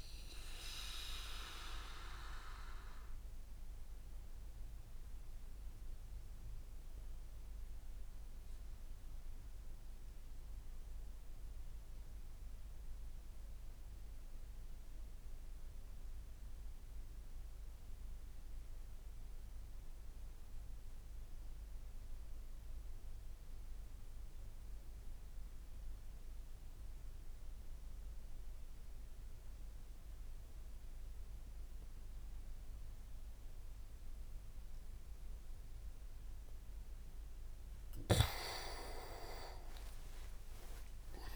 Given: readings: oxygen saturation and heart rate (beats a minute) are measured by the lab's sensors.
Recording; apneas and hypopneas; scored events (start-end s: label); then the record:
breathing in sleep by a room microphone; 1
1.00-37.00 s: mixed apnea (oxygen 98% before, 94% lowest)
31.50-41.36 s: oxygen desaturation (device-marked, oxygen 99% before, 94% lowest)
36.50-39.50 s: tachycardia (device-marked)
39.00-41.36 s: leg movement (device-marked)
From the record:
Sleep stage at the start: N2 (light sleep); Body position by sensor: on the back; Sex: male